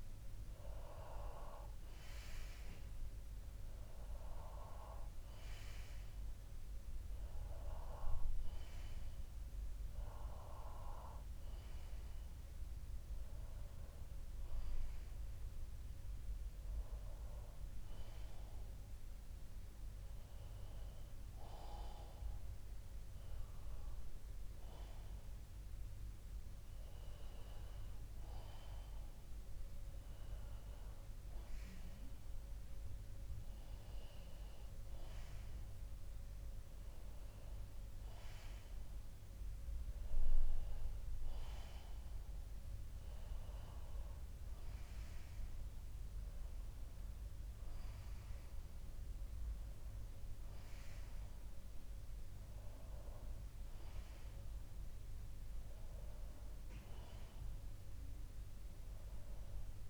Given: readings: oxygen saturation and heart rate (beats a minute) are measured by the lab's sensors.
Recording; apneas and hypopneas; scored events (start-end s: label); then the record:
breathing in sleep by a room microphone; none
none scored
From the record:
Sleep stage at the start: N2 (light sleep); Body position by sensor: on the back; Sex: male